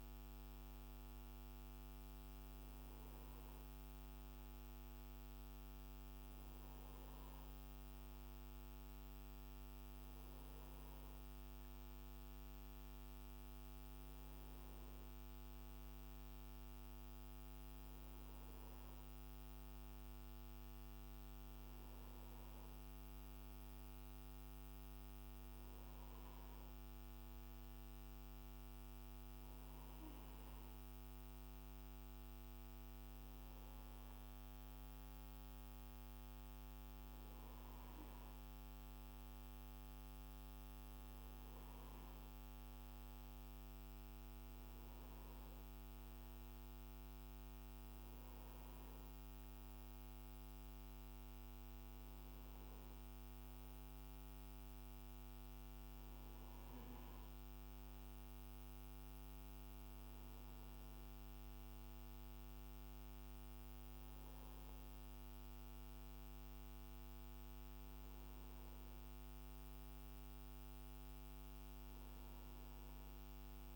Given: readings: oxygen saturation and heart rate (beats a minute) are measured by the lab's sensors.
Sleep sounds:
breathing in sleep, hard to hear, by a microphone on the trachea; none
none scored
From the record:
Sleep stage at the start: N2 (light sleep); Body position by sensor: on the right side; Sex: male

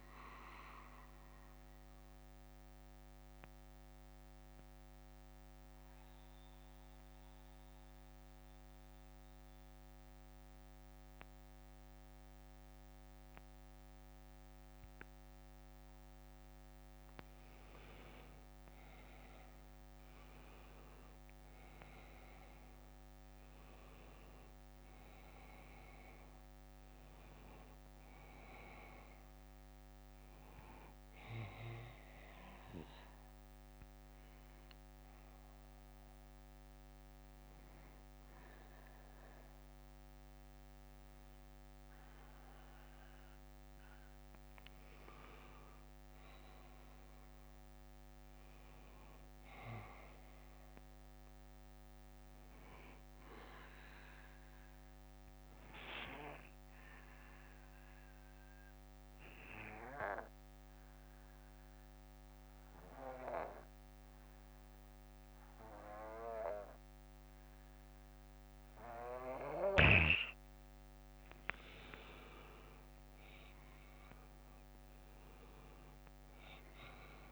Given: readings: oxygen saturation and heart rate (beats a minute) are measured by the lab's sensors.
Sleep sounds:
breathing in sleep by a microphone on the trachea; 3
0.00-8.00 s: bradycardia (device-marked, heart rate 61 before, 49 extreme)
2.00-16.50 s: central apnea (oxygen 97% before, 93% lowest, heart rate 72 before, 50 extreme, up 16 after)
6.00-18.00 s: oxygen desaturation (device-marked, oxygen 96% before, 93% lowest, heart rate 69 before, 50 extreme)
10.00-17.00 s: bradycardia (device-marked, heart rate 61 before, 54 extreme)
21.00-25.00 s: arousal
30.00-42.00 s: bradycardia (device-marked, heart rate 61 before, 50 extreme)
31.50-44.50 s: obstructive apnea (oxygen 98% before, 91% lowest, heart rate 63 before, 48 extreme, up 17 after)
47.50-51.50 s: arousal
49.00-67.00 s: bradycardia (device-marked, heart rate 61 before, 48 extreme)
54.50-71.00 s: obstructive apnea (oxygen 98% before, 91% lowest, heart rate 58 before, 48 extreme, up 31 after)
73.50-77.32 s: arousal
From the record:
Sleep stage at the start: N2 (light sleep); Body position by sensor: on the back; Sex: male

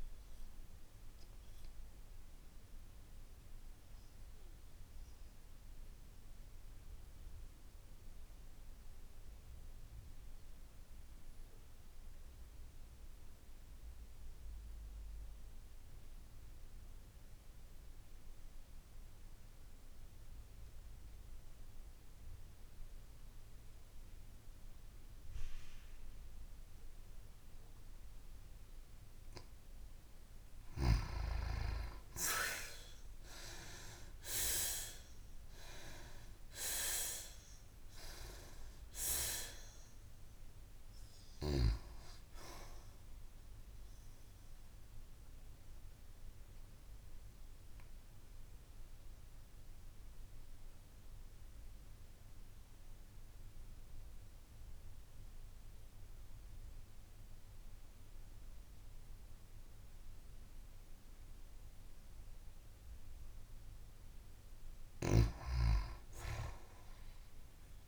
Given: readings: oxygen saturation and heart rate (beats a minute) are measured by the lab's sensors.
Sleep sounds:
breathing in sleep by a room microphone; 2
0.00-16.50 s: oxygen desaturation (device-marked, oxygen 87% lowest)
0.50-29.00 s: obstructive apnea (oxygen 95% before, 85% lowest)
26.50-35.50 s: oxygen desaturation (device-marked, oxygen 95% before, 88% lowest)
31.00-34.50 s: arousal
44.50-61.50 s: obstructive apnea (oxygen 96% before, 85% lowest)
62.50-67.88 s: oxygen desaturation (device-marked, oxygen 95% before, 85% lowest)
63.50-67.00 s: arousal
From the record:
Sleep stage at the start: N2 (light sleep); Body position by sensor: on the back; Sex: female

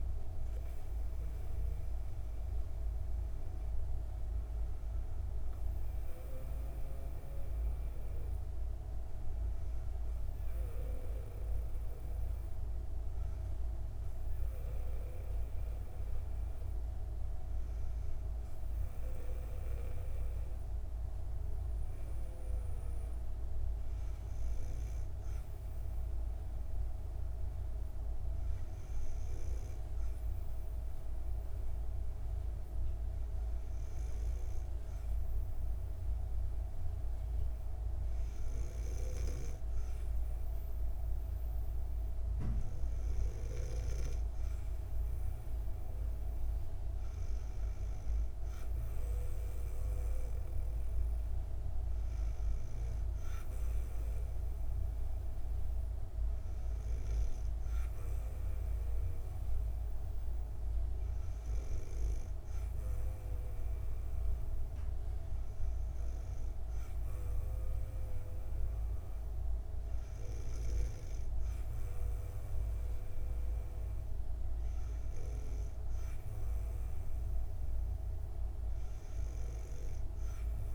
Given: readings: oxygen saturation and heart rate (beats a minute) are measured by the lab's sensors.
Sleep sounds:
breathing in sleep, hard to hear, by a room microphone; 1
18.00-36.50 s: hypopnea (oxygen 96% before, 94% lowest, heart rate 61 before, 58 extreme, up 6 after)
37.50-39.50 s: arousal
From the record:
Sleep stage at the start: N2 (light sleep); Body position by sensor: on the back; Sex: female

